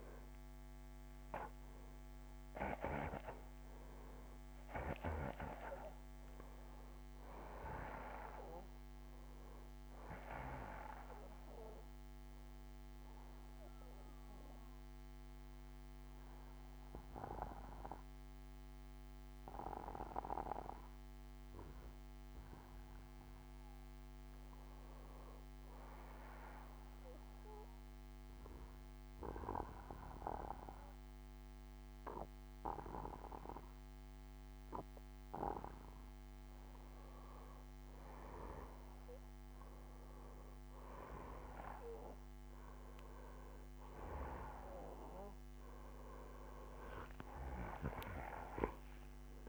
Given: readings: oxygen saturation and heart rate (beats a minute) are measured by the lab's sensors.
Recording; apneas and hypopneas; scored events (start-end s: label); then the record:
breathing in sleep by a microphone on the trachea; 1
0.00-17.50 s: oxygen desaturation (device-marked, oxygen 86% lowest, heart rate 59 extreme)
14.50-34.00 s: hypopnea (oxygen 93% before, 89% lowest, heart rate 88 before, 59 extreme, up 2 after)
17.50-21.50 s: bradycardia (device-marked, heart rate 65 before, 59 extreme)
27.50-29.50 s: bradycardia (device-marked, heart rate 65 before, 59 extreme)
32.50-49.49 s: oxygen desaturation (device-marked, oxygen 96% before, 91% lowest, heart rate 60 before, 57 extreme)
46.00-49.49 s: arousal
From the record:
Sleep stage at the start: N2 (light sleep); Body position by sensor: on the back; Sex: male